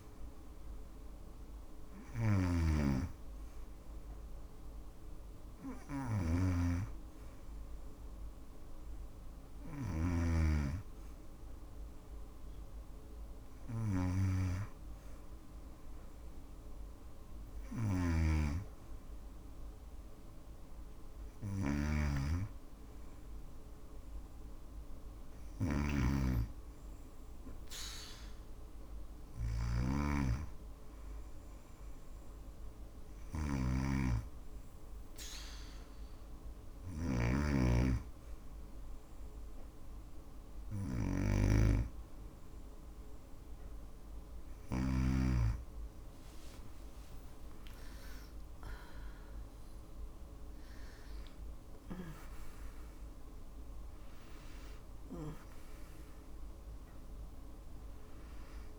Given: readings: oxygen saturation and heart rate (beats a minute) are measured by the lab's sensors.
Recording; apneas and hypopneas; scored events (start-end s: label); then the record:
breathing in sleep by a room microphone; 1
0.00-14.00 s: oxygen desaturation (device-marked, oxygen 93% lowest, heart rate 59 extreme)
0.00-44.50 s: snoring (device-marked)
30.50-41.50 s: hypopnea (oxygen 95% before, 93% lowest, heart rate 60 before, 57 extreme, up 20 after)
44.50-50.00 s: arousal
From the record:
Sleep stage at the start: N2 (light sleep); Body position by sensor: on the back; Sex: female